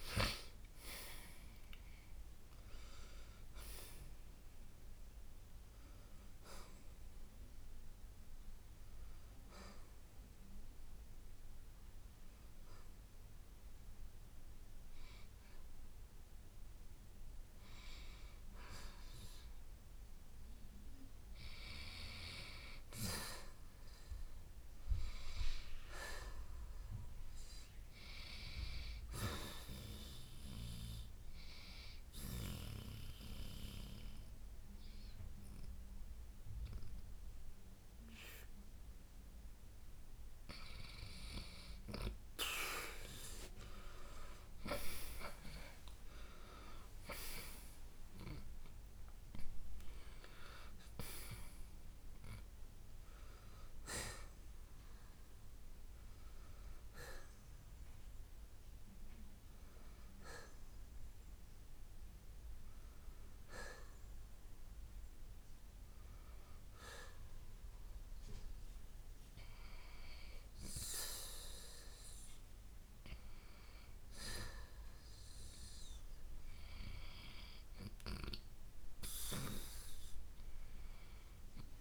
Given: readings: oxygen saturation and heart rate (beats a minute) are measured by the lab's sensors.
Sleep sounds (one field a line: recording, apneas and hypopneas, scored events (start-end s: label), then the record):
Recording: breathing in sleep by a room microphone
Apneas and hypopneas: 2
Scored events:
0.00-9.50 s: oxygen desaturation (device-marked, oxygen 88% lowest, heart rate 58 extreme)
8.50-18.50 s: hypopnea (oxygen 93% before, 86% lowest, heart rate 62 before, 55 extreme, up 4 after)
15.50-32.50 s: oxygen desaturation (device-marked, oxygen 93% before, 86% lowest, heart rate 66 before, 55 extreme)
21.00-24.00 s: arousal
46.00-50.50 s: arousal
56.00-67.50 s: hypopnea (oxygen 93% before, 87% lowest, heart rate 62 before, 58 extreme, up 8 after)
69.50-73.00 s: arousal
70.50-80.50 s: oxygen desaturation (device-marked, oxygen 91% before, 87% lowest, heart rate 69 before, 58 extreme)
From the record:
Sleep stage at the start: N2 (light sleep)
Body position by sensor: on the right side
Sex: male